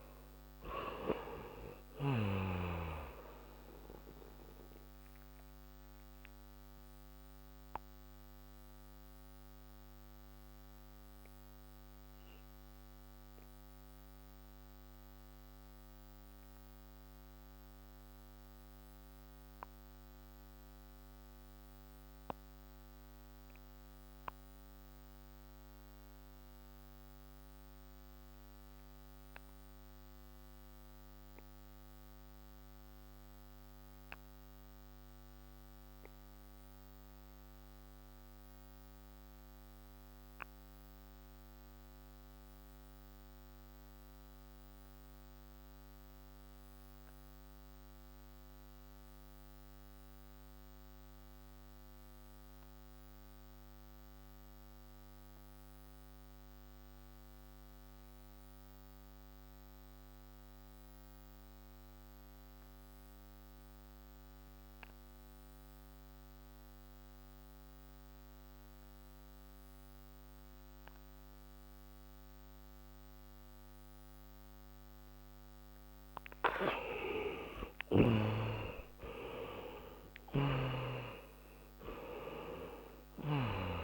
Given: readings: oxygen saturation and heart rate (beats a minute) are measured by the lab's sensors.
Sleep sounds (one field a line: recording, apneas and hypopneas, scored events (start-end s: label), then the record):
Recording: breathing in sleep by a microphone on the trachea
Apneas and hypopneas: 1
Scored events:
0.00-30.50 s: oxygen desaturation (device-marked, oxygen 65% lowest)
5.00-72.00 s: mixed apnea (oxygen 90% before, 62% lowest)
41.50-83.84 s: oxygen desaturation (device-marked, oxygen 100% before, 62% lowest)
76.50-81.00 s: arousal
From the record:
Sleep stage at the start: REM sleep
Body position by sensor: on the back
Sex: male